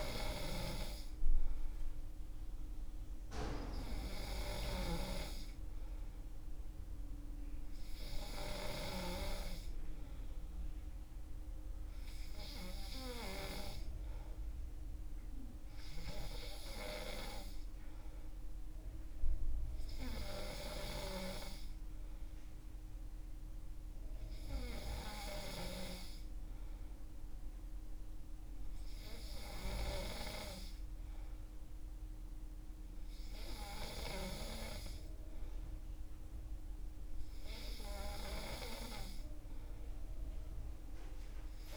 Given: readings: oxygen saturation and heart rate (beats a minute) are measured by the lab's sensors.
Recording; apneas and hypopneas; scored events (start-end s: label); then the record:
breathing in sleep by a room microphone; none
none scored
From the record:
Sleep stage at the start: N2 (light sleep); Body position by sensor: on the back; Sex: male